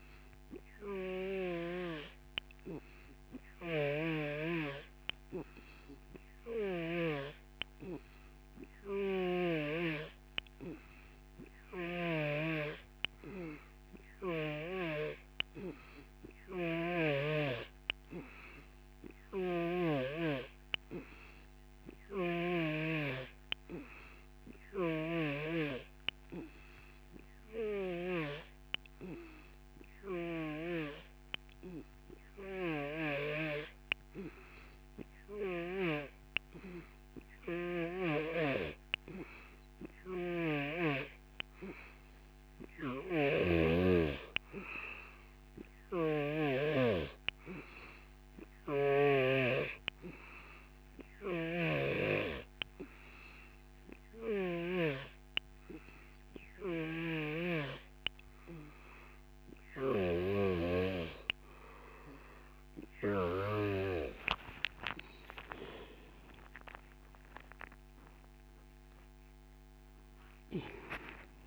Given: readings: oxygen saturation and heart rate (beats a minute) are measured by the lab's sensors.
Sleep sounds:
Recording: breathing in sleep by a microphone on the trachea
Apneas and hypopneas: none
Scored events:
0.00-2.00 s: snoring (device-marked)
11.50-17.00 s: snoring (device-marked)
19.00-22.50 s: snoring (device-marked)
24.50-28.00 s: snoring (device-marked)
32.50-36.00 s: snoring (device-marked)
43.00-46.50 s: snoring (device-marked)
51.00-54.50 s: snoring (device-marked)
52.00-71.47 s: new sleep stage, N2 (light sleep)
56.50-60.50 s: snoring (device-marked)
From the record:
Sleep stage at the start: N3 (deep sleep)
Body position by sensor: on the back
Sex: male

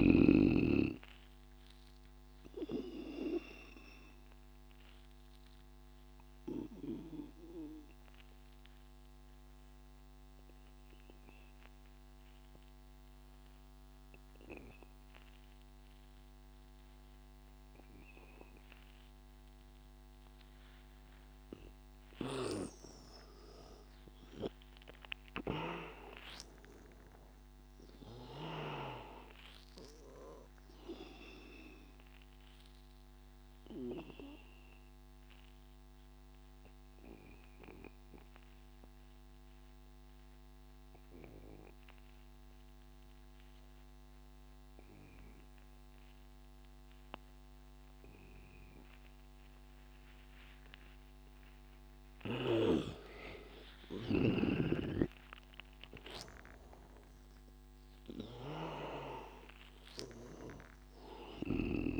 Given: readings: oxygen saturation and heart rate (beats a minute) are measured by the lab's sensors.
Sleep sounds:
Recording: breathing in sleep by a microphone on the trachea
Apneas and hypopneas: 2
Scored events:
0.00-7.00 s: oxygen desaturation (device-marked, oxygen 81% lowest, heart rate 83 extreme)
3.00-21.50 s: obstructive apnea (oxygen 99% before, 82% lowest, heart rate 91 before, 82 extreme, up 11 after)
23.00-45.00 s: oxygen desaturation (device-marked, oxygen 99% before, 85% lowest, heart rate 88 before, 82 extreme)
23.50-27.00 s: arousal
32.00-52.00 s: obstructive apnea (oxygen 99% before, 81% lowest, heart rate 88 before, 82 extreme, up 10 after)
47.00-62.00 s: oxygen desaturation (device-marked, oxygen 99% before, 82% lowest, heart rate 88 before, 81 extreme)
55.00-58.50 s: arousal
From the record:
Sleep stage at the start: N2 (light sleep)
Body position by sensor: on the back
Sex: male

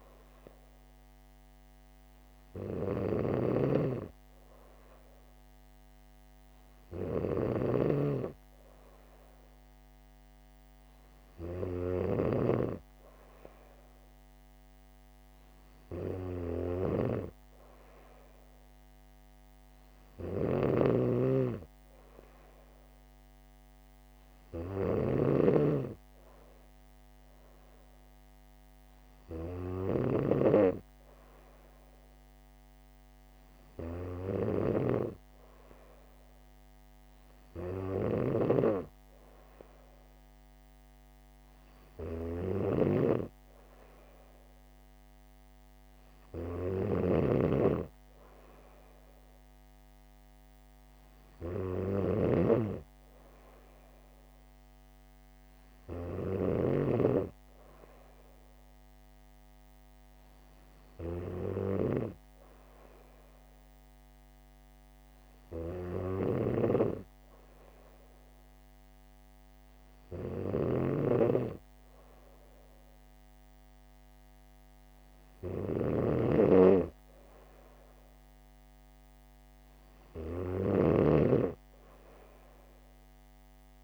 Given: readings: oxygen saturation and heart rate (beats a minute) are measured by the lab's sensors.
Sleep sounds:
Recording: breathing in sleep by a microphone on the trachea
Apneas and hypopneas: none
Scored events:
0.00-57.00 s: snoring (device-marked)
66.50-83.84 s: snoring (device-marked)
81.00-83.84 s: new sleep stage, N3 (deep sleep)
From the record:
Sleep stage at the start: N2 (light sleep)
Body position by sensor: on the back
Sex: female

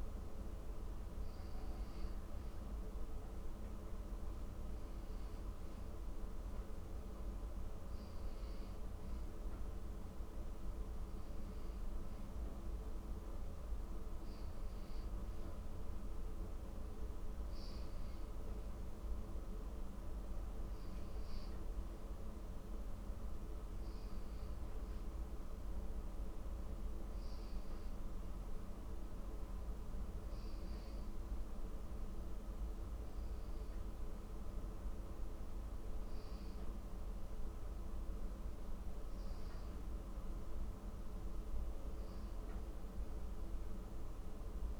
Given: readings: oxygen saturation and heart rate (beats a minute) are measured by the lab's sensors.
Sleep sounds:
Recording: breathing in sleep, hard to hear, by a room microphone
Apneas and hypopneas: none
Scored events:
none scored
From the record:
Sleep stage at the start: N1 (lightest sleep)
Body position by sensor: on the back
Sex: male

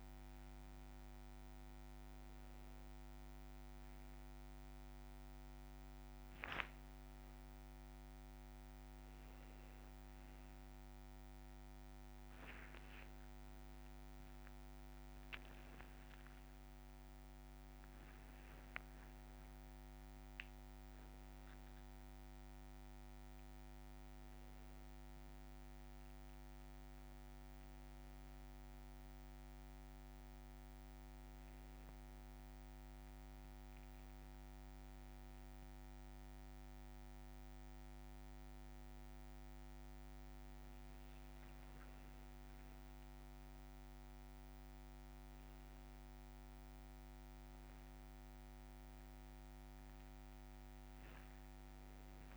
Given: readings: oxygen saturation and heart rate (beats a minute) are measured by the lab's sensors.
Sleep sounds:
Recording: a person awake in a sleep study, hard to hear, by a microphone on the trachea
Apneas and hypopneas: none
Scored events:
1.50-3.50 s: long interval between heartbeats (device-marked, heart rate 98 before, 97 extreme)
16.50-18.50 s: long interval between heartbeats (device-marked, heart rate 92 before, 88 extreme)
From the record:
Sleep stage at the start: awake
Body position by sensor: upright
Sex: male

